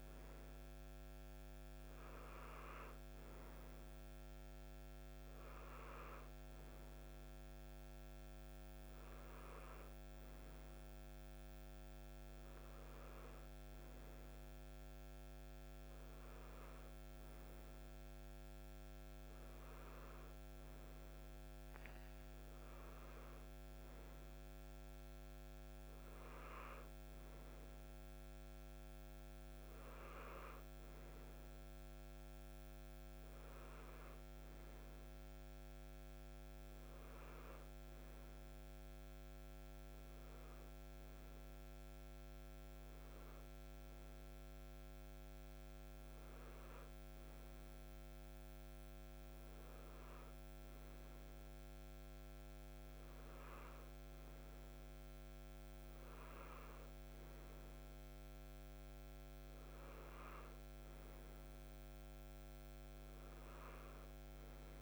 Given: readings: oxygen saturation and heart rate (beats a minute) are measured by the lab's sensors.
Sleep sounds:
breathing in sleep, hard to hear, by a microphone on the trachea; none
none scored
From the record:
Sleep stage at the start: N3 (deep sleep); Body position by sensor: on the right side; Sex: male

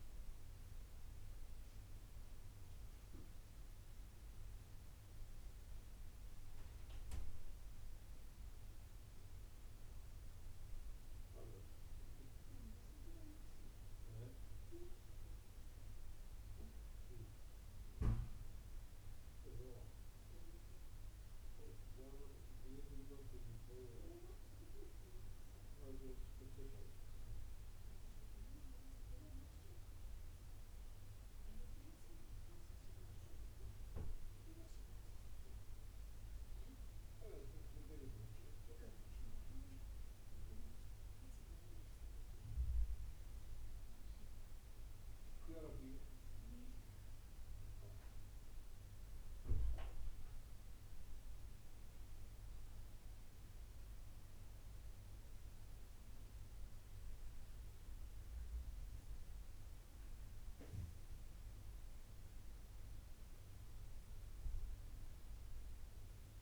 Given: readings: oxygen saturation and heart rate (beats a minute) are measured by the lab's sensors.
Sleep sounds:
breathing in sleep by a room microphone; none
66.00-66.41 s: new sleep stage, N2 (light sleep)
From the record:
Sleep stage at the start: N1 (lightest sleep); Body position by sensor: on the right side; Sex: male

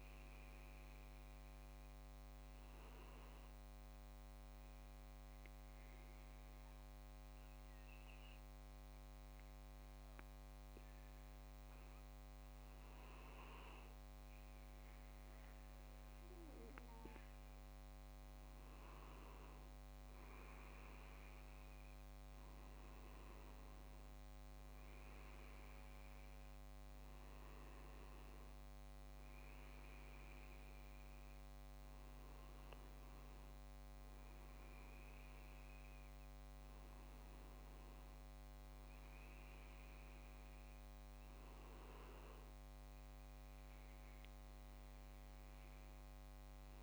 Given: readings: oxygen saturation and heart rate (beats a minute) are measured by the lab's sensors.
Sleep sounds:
breathing in sleep, hard to hear, by a microphone on the trachea; 1
3.00-13.50 s: obstructive apnea (oxygen 97% before, 95% lowest)
15.50-19.00 s: arousal
From the record:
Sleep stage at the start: N2 (light sleep); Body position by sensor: on the back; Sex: male

